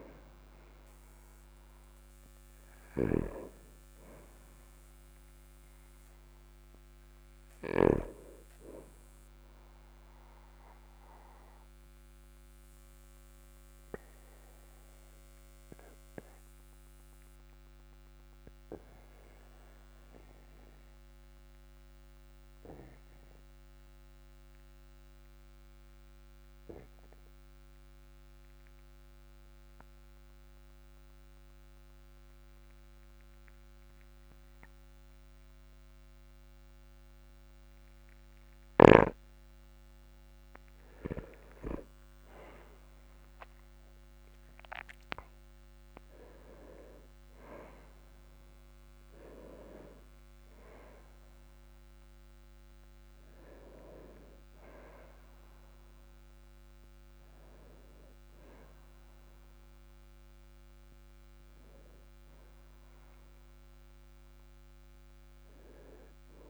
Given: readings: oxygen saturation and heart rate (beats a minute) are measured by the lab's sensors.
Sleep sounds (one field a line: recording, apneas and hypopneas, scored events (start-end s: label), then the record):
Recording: breathing in sleep by a microphone on the trachea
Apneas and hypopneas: 1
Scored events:
3.50-8.50 s: snoring (device-marked)
11.00-39.00 s: obstructive apnea (oxygen 99% before, 95% lowest, heart rate 54 before, 38 extreme, up 5 after)
41.50-45.00 s: arousal
62.00-66.50 s: oxygen desaturation (device-marked, oxygen 98% before, 95% lowest, heart rate 49 before, 46 extreme)
From the record:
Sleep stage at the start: N2 (light sleep)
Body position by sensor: on the back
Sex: male